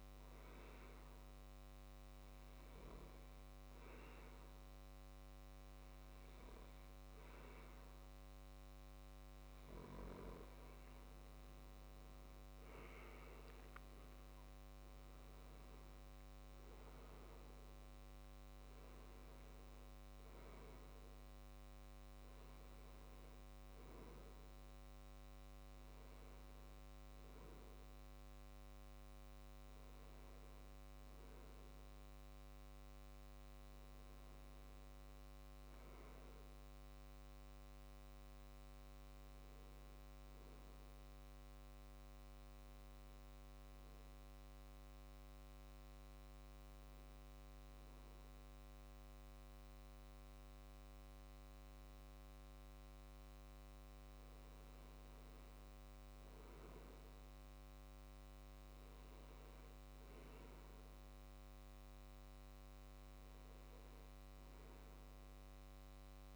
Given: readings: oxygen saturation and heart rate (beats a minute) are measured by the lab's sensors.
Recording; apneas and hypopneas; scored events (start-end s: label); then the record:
breathing in sleep, hard to hear, by a microphone on the trachea; 1
11.50-15.50 s: arousal
42.00-53.50 s: hypopnea (oxygen 98% before, 96% lowest, heart rate 70 before, 65 extreme, up 4 after)
55.00-58.00 s: arousal
From the record:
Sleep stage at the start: N2 (light sleep); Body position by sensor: on the left side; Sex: male